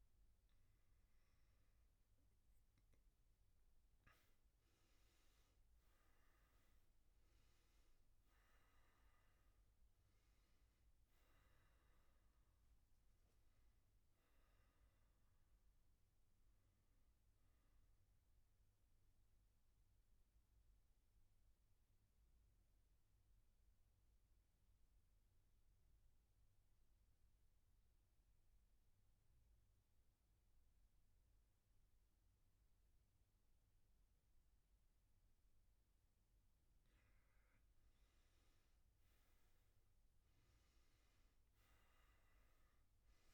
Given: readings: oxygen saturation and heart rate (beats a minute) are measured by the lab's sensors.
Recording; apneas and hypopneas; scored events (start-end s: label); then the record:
breathing in sleep, hard to hear, by a room microphone; none
0.00-26.00 s: oxygen desaturation (device-marked, oxygen 94% lowest, heart rate 111 extreme)
From the record:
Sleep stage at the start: N1 (lightest sleep); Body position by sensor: on the back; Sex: male